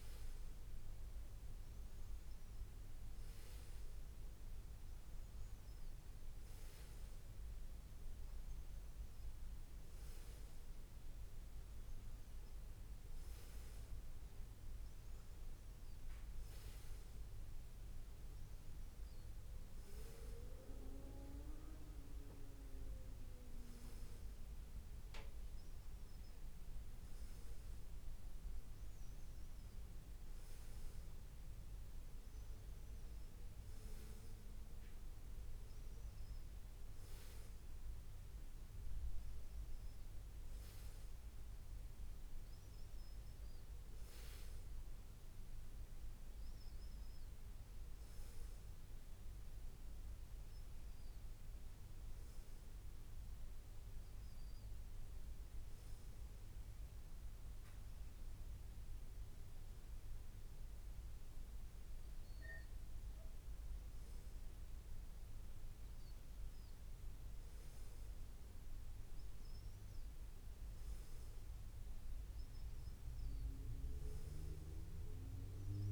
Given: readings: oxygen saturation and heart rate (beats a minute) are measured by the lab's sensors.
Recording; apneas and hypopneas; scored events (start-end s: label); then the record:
breathing in sleep by a room microphone; none
64.50-75.92 s: new sleep stage, awake
From the record:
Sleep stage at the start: N2 (light sleep); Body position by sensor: on the back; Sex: male